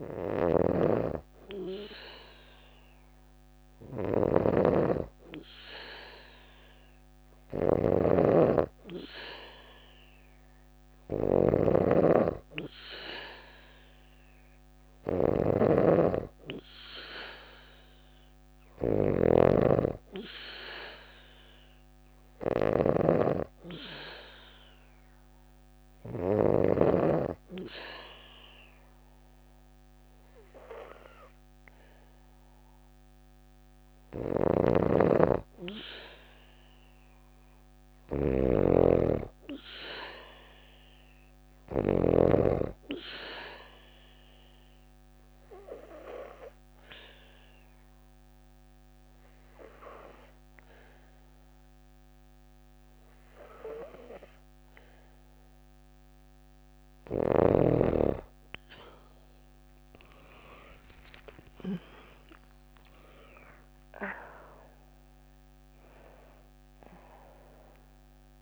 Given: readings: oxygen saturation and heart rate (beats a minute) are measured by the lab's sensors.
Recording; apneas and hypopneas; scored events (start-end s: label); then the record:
breathing in sleep by a microphone on the trachea; 2
0.00-26.00 s: snoring (device-marked)
20.50-33.50 s: hypopnea (oxygen 94% before, 89% lowest, heart rate 60 before, 59 extreme, up 2 after)
33.50-41.50 s: snoring (device-marked)
36.50-40.00 s: arousal
44.00-55.50 s: obstructive apnea (oxygen 94% before, 89% lowest, heart rate 60 before, 56 extreme, up 4 after)
60.00-65.50 s: arousal
62.50-68.42 s: oxygen desaturation (device-marked, oxygen 94% before, 89% lowest, heart rate 60 before, 56 extreme)
From the record:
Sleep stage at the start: N2 (light sleep); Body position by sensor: on the back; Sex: female